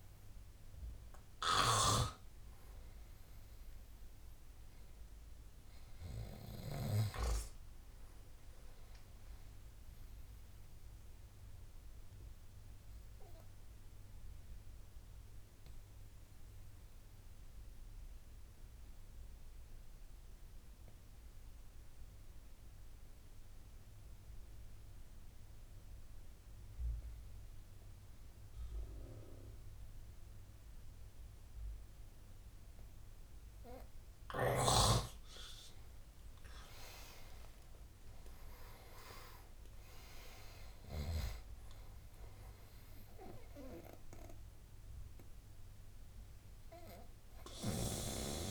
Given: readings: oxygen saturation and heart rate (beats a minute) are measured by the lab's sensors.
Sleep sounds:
breathing in sleep by a room microphone; 1
0.00-13.50 s: oxygen desaturation (device-marked, oxygen 88% lowest, heart rate 72 extreme)
12.00-32.50 s: obstructive apnea (oxygen 97% before, 88% lowest, heart rate 81 before, 69 extreme, up 6 after)
31.50-48.50 s: oxygen desaturation (device-marked, oxygen 99% before, 88% lowest, heart rate 78 before, 67 extreme)
34.50-38.00 s: arousal
From the record:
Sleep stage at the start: N2 (light sleep); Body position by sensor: on the right side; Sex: male

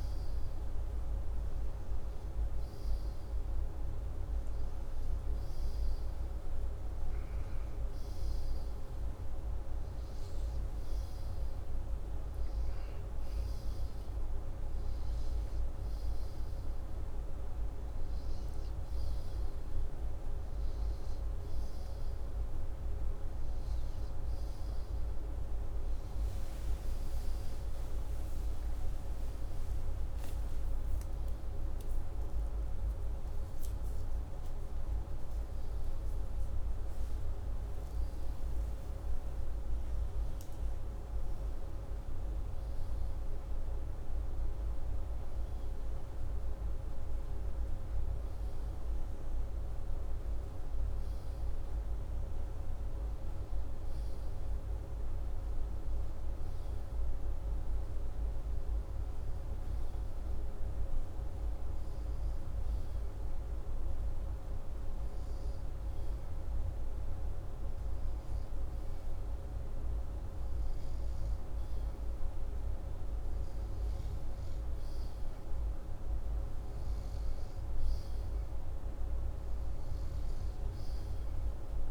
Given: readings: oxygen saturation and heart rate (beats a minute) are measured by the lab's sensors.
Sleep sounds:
a person awake in a sleep study, hard to hear, by a room microphone; 1
43.50-81.91 s: new sleep stage, N2 (light sleep)
62.00-73.50 s: hypopnea (oxygen 97% before, 93% lowest, heart rate 79 before, 73 extreme, up 4 after)
73.50-76.50 s: arousal
75.50-81.91 s: oxygen desaturation (device-marked, oxygen 97% before, 93% lowest, heart rate 75 before, 77 extreme)
From the record:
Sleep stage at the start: awake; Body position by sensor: upright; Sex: male

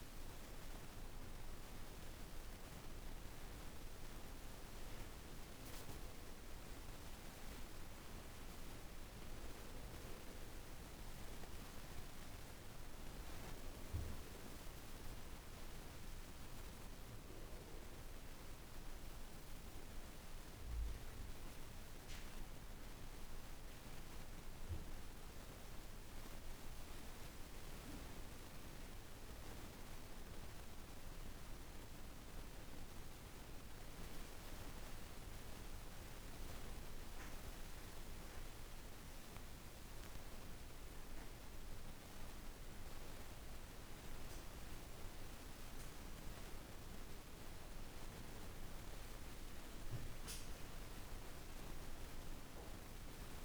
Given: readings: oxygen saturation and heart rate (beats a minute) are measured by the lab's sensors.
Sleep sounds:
breathing in sleep, hard to hear, by a room microphone; none
25.50-31.00 s: arousal
From the record:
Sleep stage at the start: N1 (lightest sleep); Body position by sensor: on the back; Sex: female

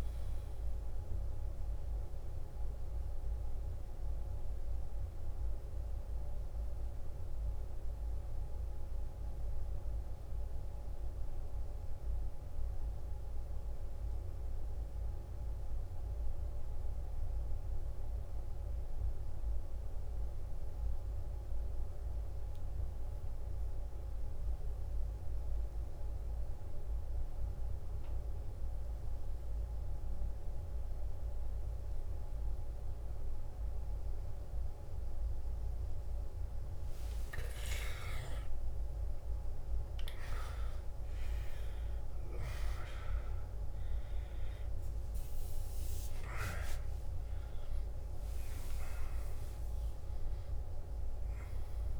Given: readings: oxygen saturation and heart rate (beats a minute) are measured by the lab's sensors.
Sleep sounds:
breathing in sleep by a room microphone; 1
0.00-1.00 s: arousal
0.00-5.00 s: oxygen desaturation (device-marked, oxygen 88% lowest, heart rate 56 extreme)
6.50-37.00 s: mixed apnea (oxygen 96% before, 86% lowest, heart rate 77 before, 56 extreme, up 14 after)
25.00-51.99 s: oxygen desaturation (device-marked, oxygen 98% before, 86% lowest, heart rate 60 before, 54 extreme)
38.00-42.50 s: arousal
From the record:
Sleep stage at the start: N2 (light sleep); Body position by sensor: on the back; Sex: male

